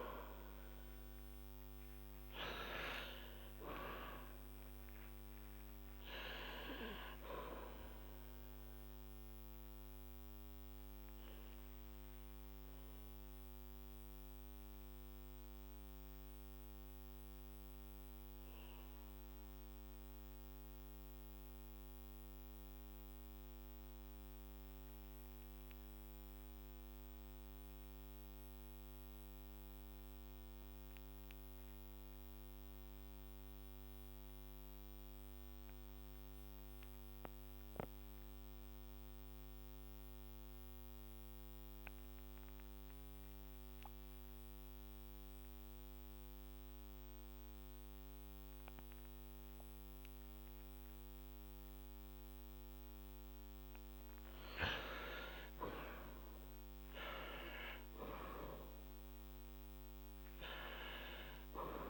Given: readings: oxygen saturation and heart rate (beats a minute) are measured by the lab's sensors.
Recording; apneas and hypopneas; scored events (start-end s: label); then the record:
breathing in sleep by a microphone on the trachea; 1
0.00-2.00 s: oxygen desaturation (device-marked, oxygen 93% lowest, heart rate 44 extreme)
0.00-5.00 s: arousal
10.50-51.50 s: obstructive apnea (oxygen 99% before, 91% lowest, heart rate 54 before, 44 extreme, up 12 after)
33.00-50.00 s: oxygen desaturation (device-marked, oxygen 98% before, 92% lowest, heart rate 47 before, 47 extreme)
54.50-59.00 s: arousal
From the record:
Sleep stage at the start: N2 (light sleep); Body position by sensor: on the back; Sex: male